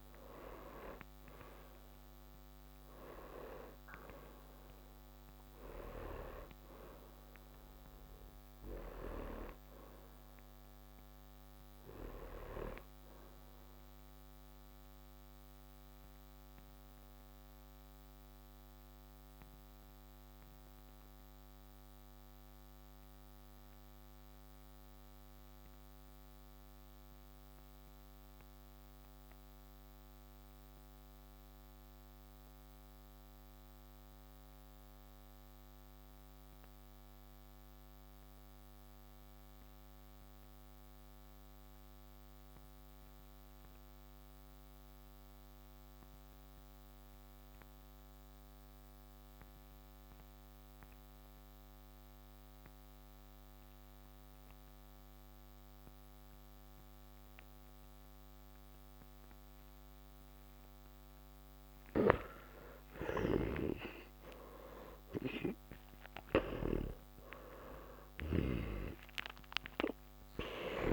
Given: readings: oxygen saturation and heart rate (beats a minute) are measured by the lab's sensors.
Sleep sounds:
breathing in sleep by a microphone on the trachea; 1
0.00-29.00 s: oxygen desaturation (device-marked, oxygen 87% lowest, heart rate 44 extreme)
15.00-59.00 s: mixed apnea (oxygen 96% before, 87% lowest, heart rate 65 before, 48 extreme, up 20 after)
17.00-70.93 s: new sleep stage, N2 (light sleep)
58.00-70.93 s: oxygen desaturation (device-marked, oxygen 97% before, 87% lowest, heart rate 56 before, 47 extreme)
60.50-64.00 s: arousal
63.00-66.50 s: snoring (device-marked)
From the record:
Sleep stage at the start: N1 (lightest sleep); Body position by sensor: on the back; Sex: male

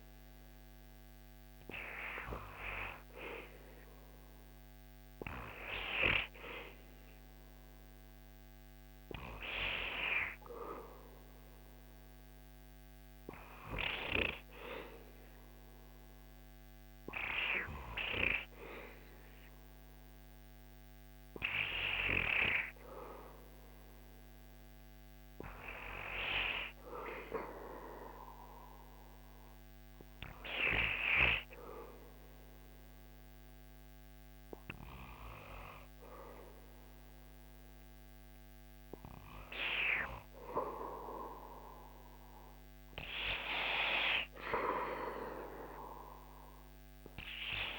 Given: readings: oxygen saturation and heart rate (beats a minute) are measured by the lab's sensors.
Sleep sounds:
breathing in sleep by a microphone on the trachea; 1
29.50-40.00 s: obstructive apnea (oxygen 98% before, 95% lowest, heart rate 61 before, 72 extreme, up 5 after)
42.00-46.50 s: arousal
From the record:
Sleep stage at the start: N2 (light sleep); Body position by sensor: on the back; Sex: male

